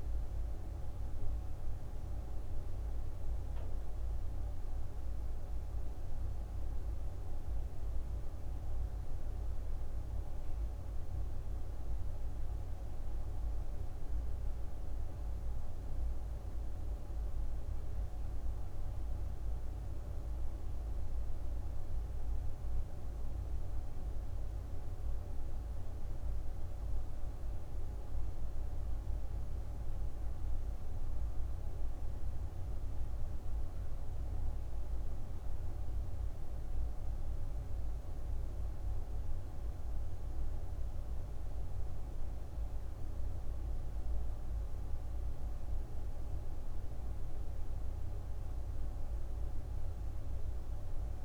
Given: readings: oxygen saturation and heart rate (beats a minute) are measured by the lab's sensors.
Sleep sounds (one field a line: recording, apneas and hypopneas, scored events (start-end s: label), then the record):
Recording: breathing in sleep, hard to hear, by a room microphone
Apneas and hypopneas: none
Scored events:
none scored
From the record:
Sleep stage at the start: N1 (lightest sleep)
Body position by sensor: on the right side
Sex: female